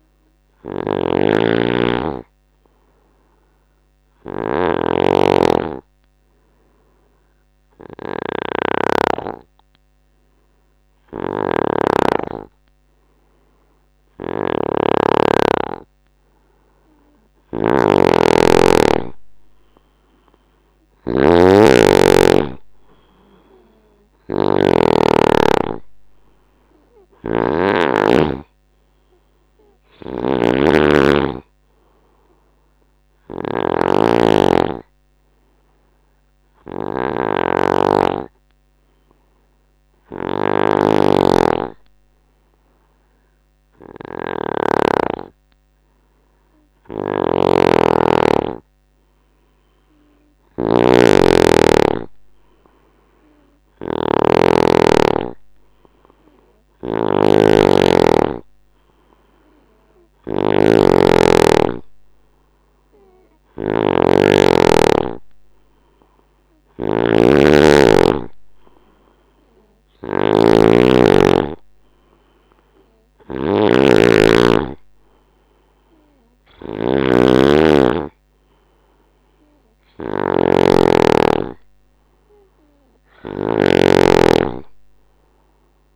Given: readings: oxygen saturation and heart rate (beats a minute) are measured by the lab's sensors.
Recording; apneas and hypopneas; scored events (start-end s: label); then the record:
breathing in sleep by a microphone on the trachea; 2
0.00-14.50 s: oxygen desaturation (device-marked, oxygen 92% lowest, heart rate 69 extreme)
0.00-85.96 s: snoring (device-marked)
4.50-18.00 s: hypopnea (oxygen 97% before, 93% lowest, heart rate 73 before, 69 extreme, up 4 after)
24.00-28.00 s: arousal
25.50-34.50 s: oxygen desaturation (device-marked, oxygen 97% before, 93% lowest, heart rate 71 before, 69 extreme)
36.50-49.00 s: hypopnea (oxygen 97% before, 93% lowest, heart rate 73 before, 71 extreme, up 5 after)
51.50-55.50 s: arousal
From the record:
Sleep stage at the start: N2 (light sleep); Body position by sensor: on the right side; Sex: male